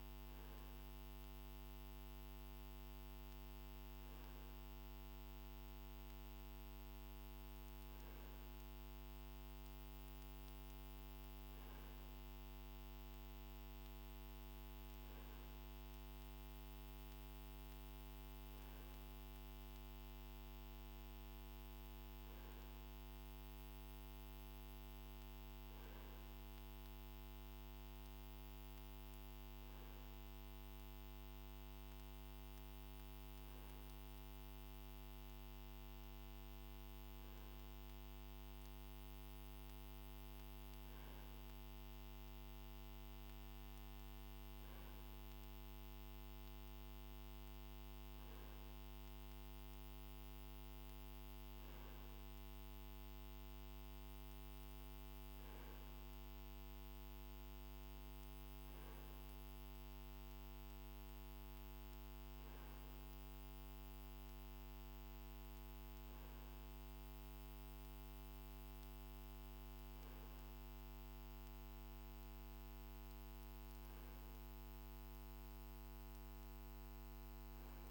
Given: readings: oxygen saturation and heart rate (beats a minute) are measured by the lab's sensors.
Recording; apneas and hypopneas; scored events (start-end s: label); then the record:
breathing in sleep, hard to hear, by a microphone on the trachea; none
none scored
From the record:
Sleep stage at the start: N2 (light sleep); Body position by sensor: on the right side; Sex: male